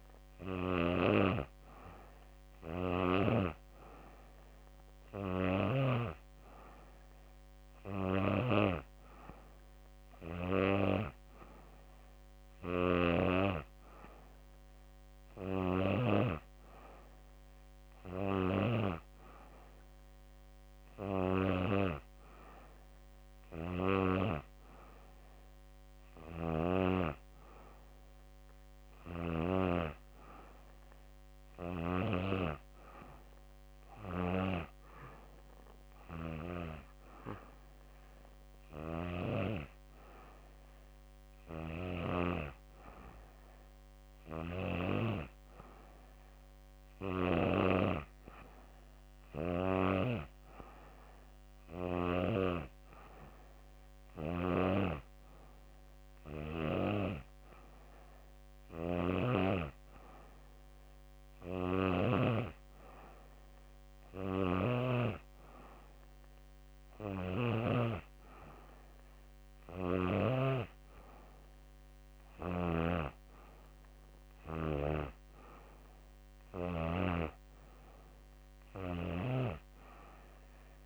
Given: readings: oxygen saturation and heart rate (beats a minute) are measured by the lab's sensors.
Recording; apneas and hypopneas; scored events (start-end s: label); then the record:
breathing in sleep by a microphone on the trachea; none
none scored
From the record:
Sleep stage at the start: N2 (light sleep); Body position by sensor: on the back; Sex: female